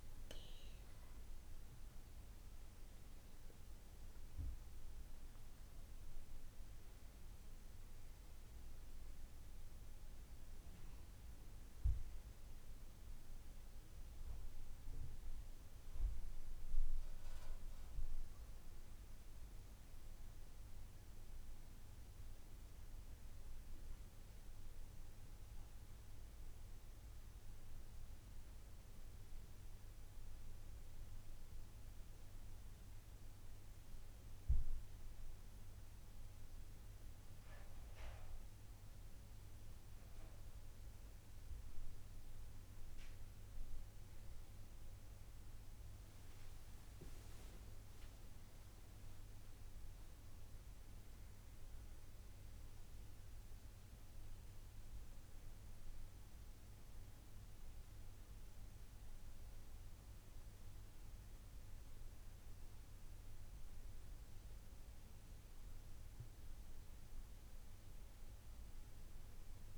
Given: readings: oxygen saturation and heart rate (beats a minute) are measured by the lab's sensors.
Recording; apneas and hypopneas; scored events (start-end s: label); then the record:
breathing in sleep, hard to hear, by a room microphone; 1
10.50-15.00 s: arousal
29.50-40.00 s: hypopnea (oxygen 96% before, 94% lowest, heart rate 71 before, 64 extreme, up 1 after)
40.50-44.50 s: arousal
From the record:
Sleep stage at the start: N2 (light sleep); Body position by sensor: on the right side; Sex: male